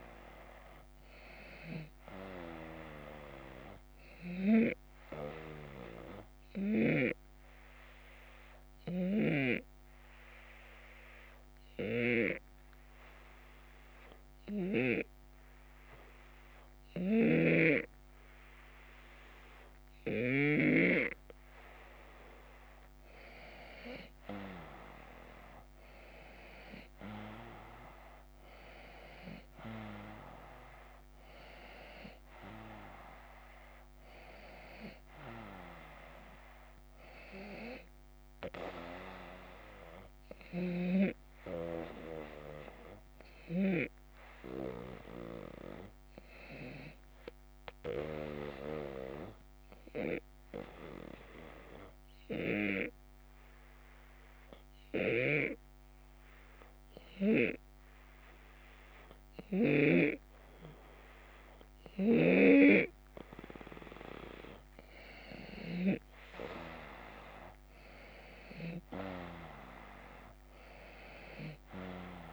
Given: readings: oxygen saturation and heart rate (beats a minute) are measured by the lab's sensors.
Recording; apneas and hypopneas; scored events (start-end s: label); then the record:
breathing in sleep by a microphone on the trachea; 2
4.50-21.50 s: obstructive apnea (oxygen 95% before, 91% lowest, heart rate 78 before, 75 extreme, up 5 after)
16.50-20.50 s: snoring (device-marked)
25.00-30.50 s: arousal
40.00-43.50 s: snoring (device-marked)
48.00-64.00 s: obstructive apnea (oxygen 94% before, 91% lowest, heart rate 79 before, 75 extreme, up 4 after)
66.50-72.00 s: arousal
From the record:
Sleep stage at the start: N2 (light sleep); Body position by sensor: on the back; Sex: male